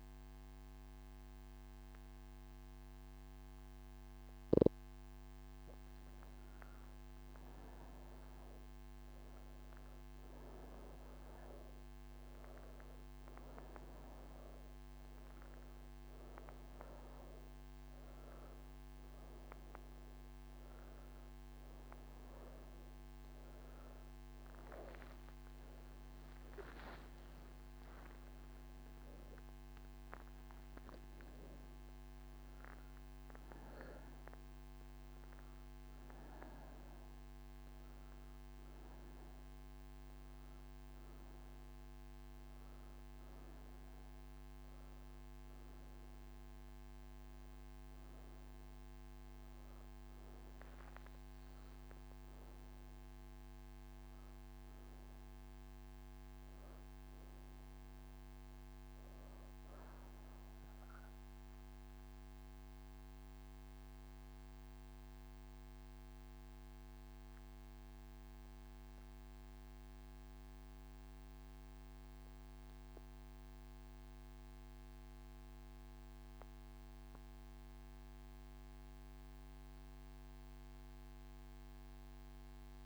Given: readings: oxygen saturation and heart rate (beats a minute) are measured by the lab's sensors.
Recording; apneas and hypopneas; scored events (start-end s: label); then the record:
breathing in sleep, hard to hear, by a microphone on the trachea; none
37.00-67.00 s: oxygen desaturation (device-marked, oxygen 94% before, 88% lowest)
From the record:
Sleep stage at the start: N2 (light sleep); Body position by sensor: on the right side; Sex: female